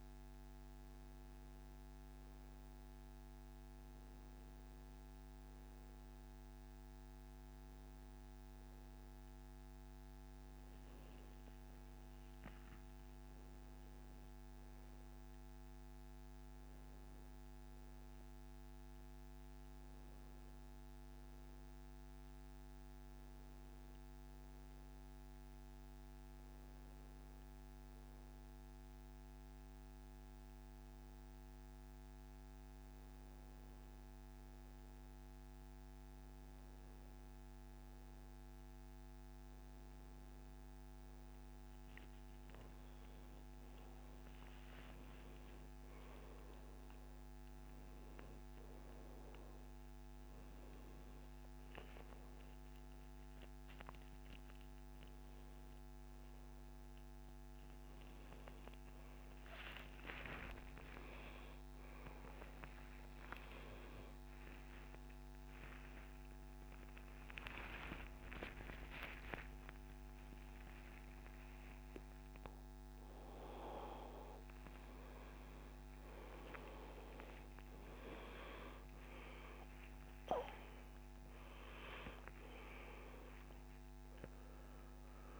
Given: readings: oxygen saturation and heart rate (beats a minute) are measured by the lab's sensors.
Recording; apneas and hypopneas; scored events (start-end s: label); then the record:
a person partly awake in a sleep study, by a microphone on the trachea; none
47.00-85.40 s: new sleep stage, awake
From the record:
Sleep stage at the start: N1 (lightest sleep); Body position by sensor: on the back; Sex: male